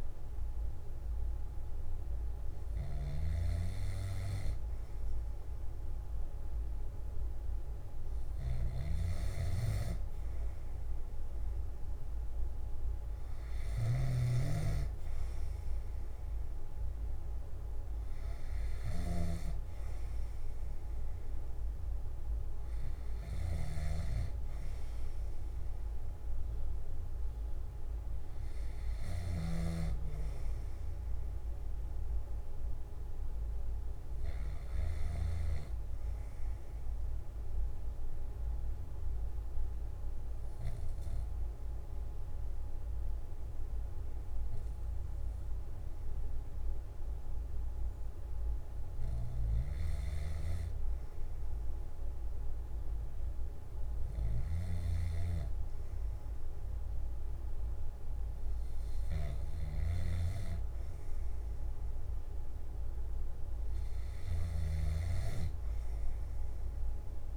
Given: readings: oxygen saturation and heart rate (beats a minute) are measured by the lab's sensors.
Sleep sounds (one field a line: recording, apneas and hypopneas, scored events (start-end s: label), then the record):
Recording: breathing in sleep by a room microphone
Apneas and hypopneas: 1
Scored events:
38.50-50.50 s: obstructive apnea (oxygen 97% before, 96% lowest, heart rate 62 before, 59 extreme, up 1 after)
From the record:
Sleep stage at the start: N2 (light sleep)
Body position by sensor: on the back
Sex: male